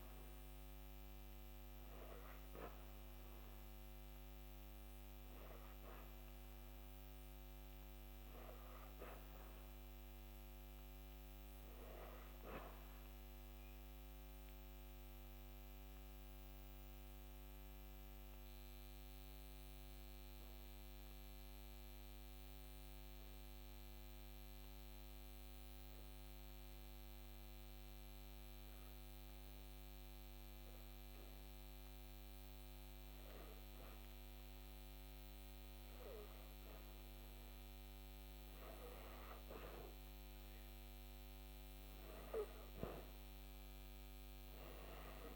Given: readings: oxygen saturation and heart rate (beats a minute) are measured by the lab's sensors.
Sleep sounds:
breathing in sleep, hard to hear, by a microphone on the trachea; 1
4.50-8.50 s: arousal
13.50-40.00 s: hypopnea (oxygen 96% before, 88% lowest)
30.50-45.36 s: new sleep stage, REM sleep
43.00-45.36 s: arousal
From the record:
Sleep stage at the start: N2 (light sleep); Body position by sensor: on the back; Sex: female

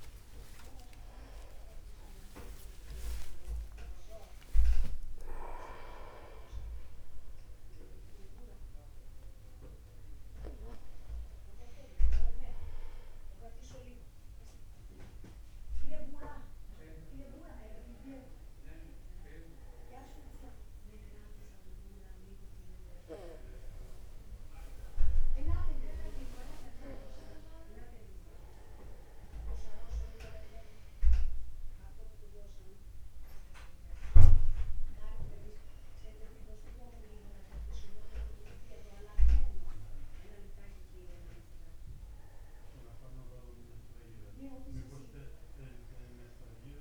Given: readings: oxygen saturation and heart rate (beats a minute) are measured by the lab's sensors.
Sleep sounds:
a person awake in a sleep study, by a room microphone; none
0.00-2.00 s: long interval between heartbeats (device-marked, heart rate 57 before, 103 extreme)
2.50-4.50 s: long interval between heartbeats (device-marked, heart rate 67 before, 145 extreme)
6.50-36.50 s: new sleep stage, awake
36.50-46.81 s: new sleep stage, N1 (lightest sleep)
From the record:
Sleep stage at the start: N1 (lightest sleep); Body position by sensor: upright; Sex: male

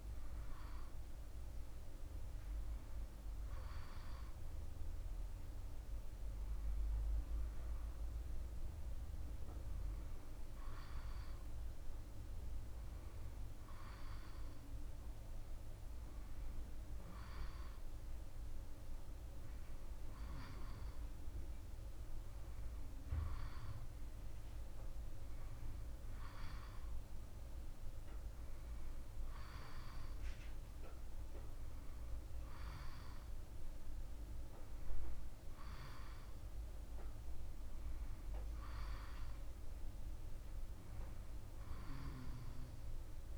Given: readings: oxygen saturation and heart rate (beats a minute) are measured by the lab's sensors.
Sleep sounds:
breathing in sleep, hard to hear, by a room microphone; none
none scored
From the record:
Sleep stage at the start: N1 (lightest sleep); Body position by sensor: on the back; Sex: male

